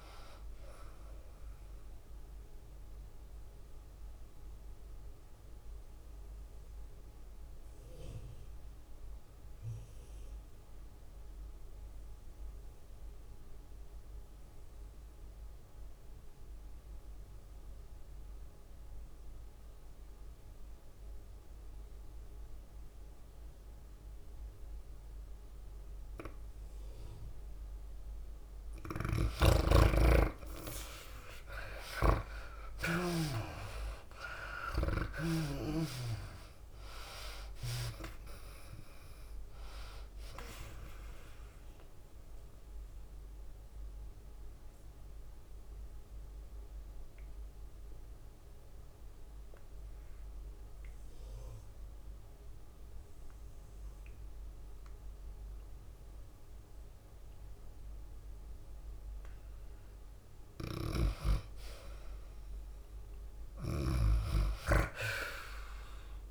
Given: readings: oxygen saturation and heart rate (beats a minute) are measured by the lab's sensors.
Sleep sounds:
breathing in sleep by a room microphone; 2
0.00-3.00 s: tachycardia (device-marked, heart rate 178 extreme)
0.00-15.00 s: drop in pulse transit time (device-marked)
0.00-18.00 s: oxygen desaturation (device-marked, oxygen 73% lowest)
2.50-28.00 s: mixed apnea (oxygen 98% before, 73% lowest, heart rate 141 before, 28 extreme, up 49 after)
3.00-9.00 s: bradycardia (device-marked)
12.00-18.00 s: tachycardia (device-marked, heart rate 103 before, 108 extreme)
15.00-17.00 s: long interval between heartbeats (device-marked, heart rate 112 before, 107 extreme)
24.00-53.00 s: oxygen desaturation (device-marked, oxygen 98% before, 74% lowest, heart rate 85 before, 95 extreme)
29.00-53.00 s: tachycardia (device-marked, heart rate 103 before, 149 extreme)
29.50-34.00 s: snoring (device-marked)
32.50-34.50 s: long interval between heartbeats (device-marked, heart rate 99 before, 119 extreme)
33.00-37.00 s: arousal
34.00-49.00 s: drop in pulse transit time (device-marked, heart rate 102 before, 102 extreme)
36.00-38.00 s: long interval between heartbeats (device-marked, heart rate 105 before, 142 extreme)
41.50-59.00 s: mixed apnea (oxygen 98% before, 74% lowest, heart rate 111 before, 89 extreme, up 9 after)
55.00-57.00 s: long interval between heartbeats (device-marked, heart rate 112 before, 99 extreme)
59.00-65.00 s: tachycardia (device-marked, heart rate 103 before, 107 extreme)
61.00-66.31 s: oxygen desaturation (device-marked, oxygen 98% before, 82% lowest)
62.00-65.50 s: arousal
From the record:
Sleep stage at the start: N2 (light sleep); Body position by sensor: on the back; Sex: female

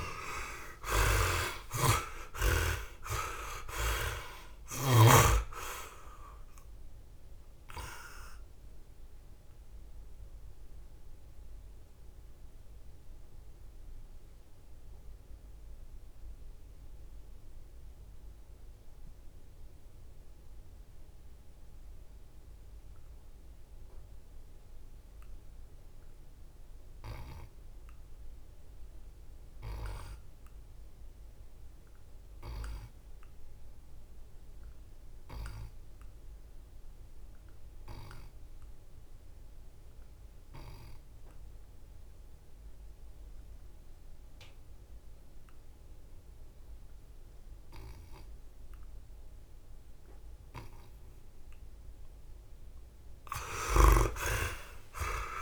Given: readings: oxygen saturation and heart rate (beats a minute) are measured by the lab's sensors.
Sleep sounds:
breathing in sleep by a room microphone; 1
0.00-3.50 s: arousal
0.00-7.50 s: oxygen desaturation (device-marked, oxygen 63% lowest, heart rate 60 extreme)
1.00-4.50 s: snoring (device-marked)
7.50-49.50 s: mixed apnea (oxygen 77% before, 54% lowest, heart rate 79 before, 58 extreme, up 16 after)
12.50-24.50 s: oxygen desaturation (device-marked, oxygen 64% before, 54% lowest, heart rate 82 before, 60 extreme)
45.50-55.42 s: oxygen desaturation (device-marked, oxygen 82% before, 62% lowest, heart rate 66 before, 58 extreme)
52.50-55.42 s: arousal
53.00-55.42 s: snoring (device-marked)
From the record:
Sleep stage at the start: N2 (light sleep); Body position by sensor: on the back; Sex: male

